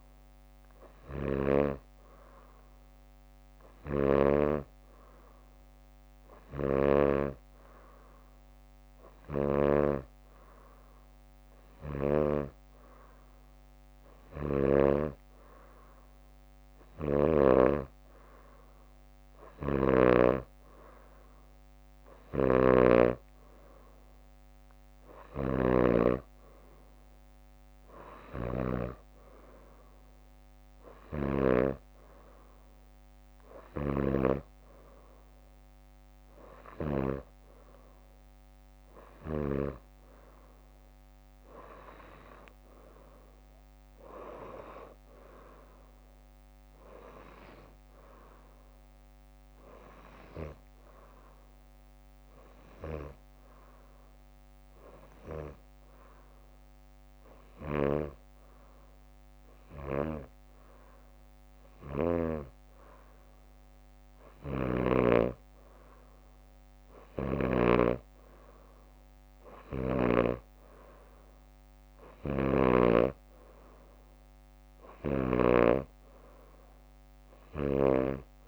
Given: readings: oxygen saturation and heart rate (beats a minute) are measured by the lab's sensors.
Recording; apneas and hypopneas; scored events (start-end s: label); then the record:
breathing in sleep by a microphone on the trachea; none
1.00-4.50 s: snoring (device-marked)
6.50-10.00 s: snoring (device-marked)
16.50-18.50 s: bradycardia (device-marked, heart rate 68 before, 61 extreme)
19.50-21.50 s: bradycardia (device-marked, heart rate 68 before, 59 extreme)
19.50-31.50 s: snoring (device-marked)
26.50-36.50 s: drop in pulse transit time (device-marked, heart rate 62 before, 61 extreme)
60.50-62.50 s: bradycardia (device-marked, heart rate 67 before, 61 extreme)
67.00-78.48 s: snoring (device-marked)
69.50-71.50 s: bradycardia (device-marked, heart rate 67 before, 61 extreme)
From the record:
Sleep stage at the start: N2 (light sleep); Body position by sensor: on the back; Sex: female